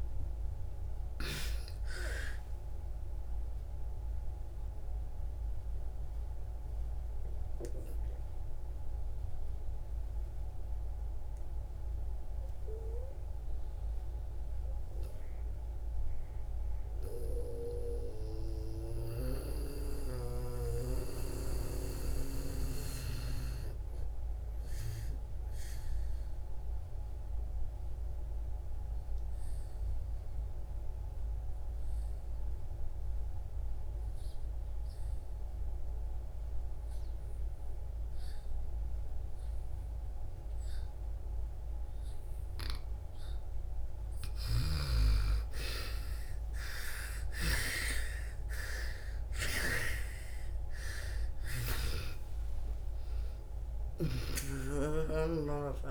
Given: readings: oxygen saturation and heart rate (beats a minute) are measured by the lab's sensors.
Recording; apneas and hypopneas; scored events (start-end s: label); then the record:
breathing in sleep by a room microphone; 1
0.00-1.00 s: arousal
0.00-28.50 s: oxygen desaturation (device-marked, oxygen 78% lowest)
3.50-42.50 s: obstructive apnea (oxygen 99% before, 78% lowest)
42.50-55.91 s: oxygen desaturation (device-marked, oxygen 99% before, 80% lowest)
44.50-49.50 s: arousal
From the record:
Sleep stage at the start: N2 (light sleep); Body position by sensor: on the back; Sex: female